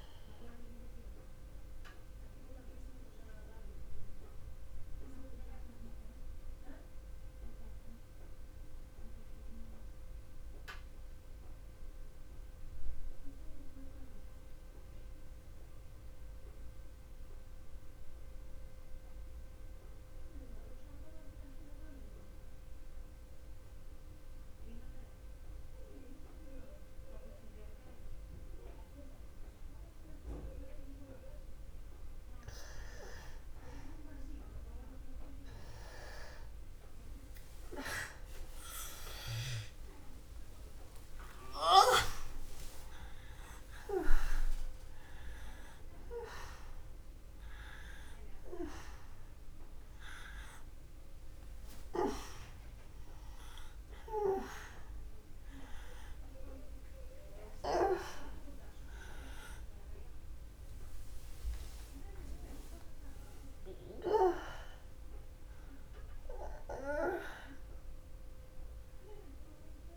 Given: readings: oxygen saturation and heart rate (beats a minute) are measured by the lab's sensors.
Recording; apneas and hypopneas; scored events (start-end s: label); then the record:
breathing in sleep by a room microphone; 1
0.00-4.50 s: oxygen desaturation (device-marked, oxygen 87% lowest, heart rate 61 extreme)
3.00-32.50 s: mixed apnea (oxygen 97% before, 83% lowest, heart rate 64 before, 61 extreme, up 0 after)
35.00-39.00 s: arousal
38.50-69.97 s: oxygen desaturation (device-marked, oxygen 97% before, 83% lowest, heart rate 61 before, 63 extreme)
From the record:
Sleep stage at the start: N2 (light sleep); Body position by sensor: on the back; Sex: male